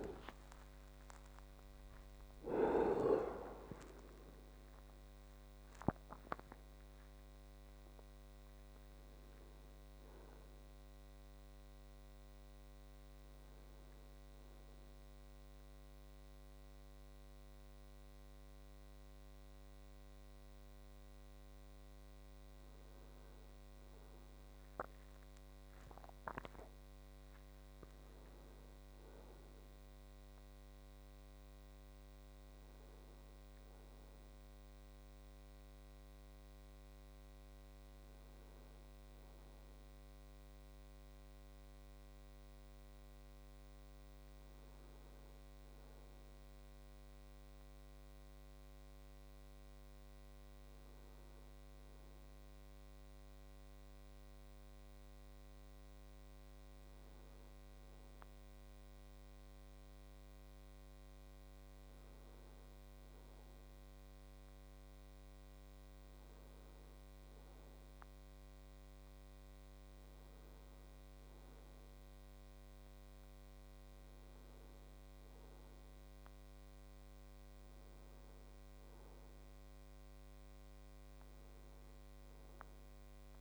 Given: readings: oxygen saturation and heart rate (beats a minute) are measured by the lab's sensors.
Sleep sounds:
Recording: a person awake in a sleep study, hard to hear, by a microphone on the trachea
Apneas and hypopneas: none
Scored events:
none scored
From the record:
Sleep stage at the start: awake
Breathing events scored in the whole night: 258 in 4.9 hours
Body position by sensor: on the right side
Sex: male

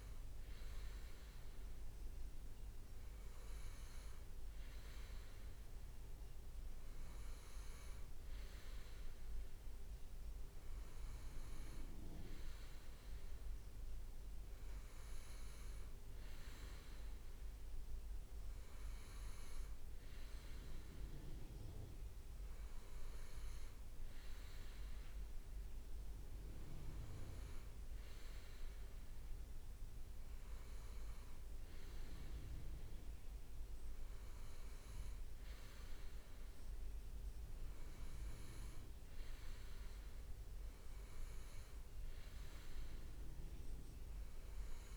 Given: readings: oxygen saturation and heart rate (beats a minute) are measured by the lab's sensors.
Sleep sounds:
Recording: breathing in sleep, hard to hear, by a room microphone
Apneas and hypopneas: none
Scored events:
none scored
From the record:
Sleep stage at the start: N2 (light sleep)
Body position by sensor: on the right side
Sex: male

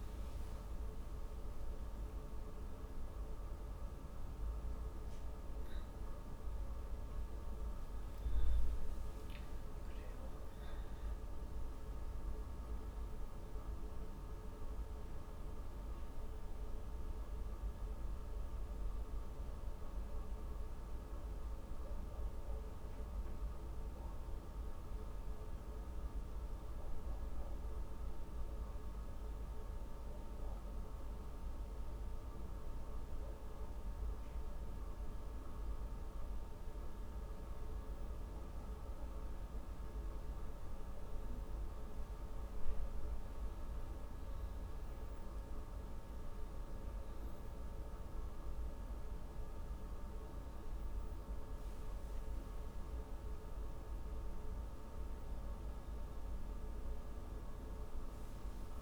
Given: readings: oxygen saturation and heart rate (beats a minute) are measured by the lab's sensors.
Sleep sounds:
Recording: a person partly awake in a sleep study, hard to hear, by a room microphone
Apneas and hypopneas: 1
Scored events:
15.50-58.82 s: new sleep stage, N1 (lightest sleep)
22.50-36.00 s: hypopnea (oxygen 97% before, 96% lowest, heart rate 113 before, 85 extreme, up 44 after)
53.00-57.00 s: arousal
From the record:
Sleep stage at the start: awake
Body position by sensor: on the back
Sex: female

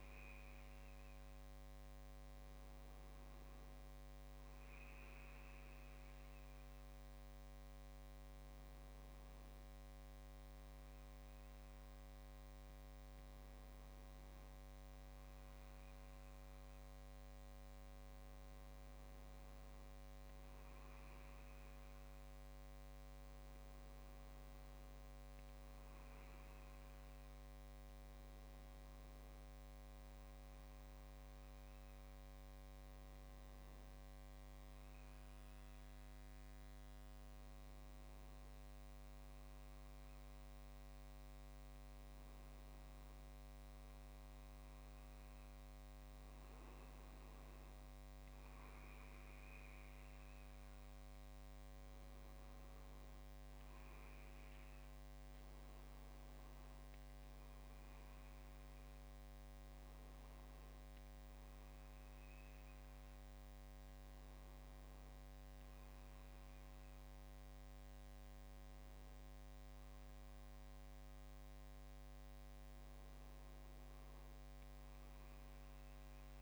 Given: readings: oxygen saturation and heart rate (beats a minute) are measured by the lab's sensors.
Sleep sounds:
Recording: breathing in sleep, hard to hear, by a microphone on the trachea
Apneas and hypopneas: none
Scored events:
54.00-56.50 s: leg movement (device-marked)
From the record:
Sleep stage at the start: N2 (light sleep)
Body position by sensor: on the back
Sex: male

